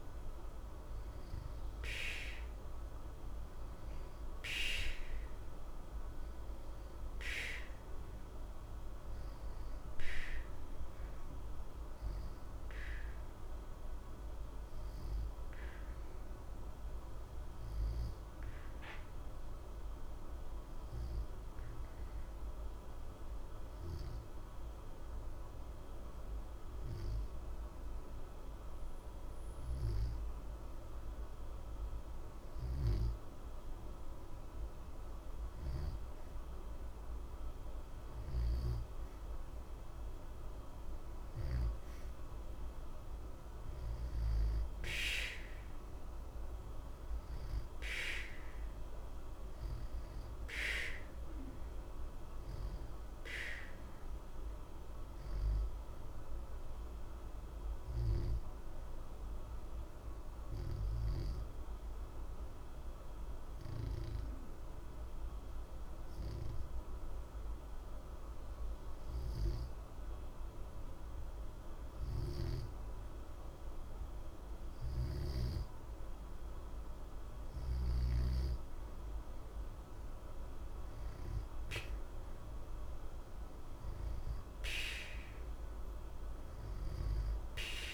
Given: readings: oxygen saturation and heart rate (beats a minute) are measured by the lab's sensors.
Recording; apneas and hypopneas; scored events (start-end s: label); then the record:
breathing in sleep by a room microphone; 2
1.50-31.50 s: oxygen desaturation (device-marked, oxygen 92% before, 88% lowest, heart rate 61 before, 60 extreme)
13.00-29.00 s: obstructive apnea (oxygen 92% before, 87% lowest, heart rate 61 before, 60 extreme, up 2 after)
34.00-39.50 s: arousal
46.50-75.50 s: oxygen desaturation (device-marked, oxygen 92% before, 87% lowest, heart rate 61 before, 60 extreme)
56.50-75.50 s: obstructive apnea (oxygen 92% before, 87% lowest, heart rate 61 before, 60 extreme, up 1 after)
77.50-81.50 s: arousal
85.50-87.93 s: oxygen desaturation (device-marked, oxygen 92% before, 87% lowest, heart rate 61 before, 60 extreme)
From the record:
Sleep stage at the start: N2 (light sleep); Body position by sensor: on the back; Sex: male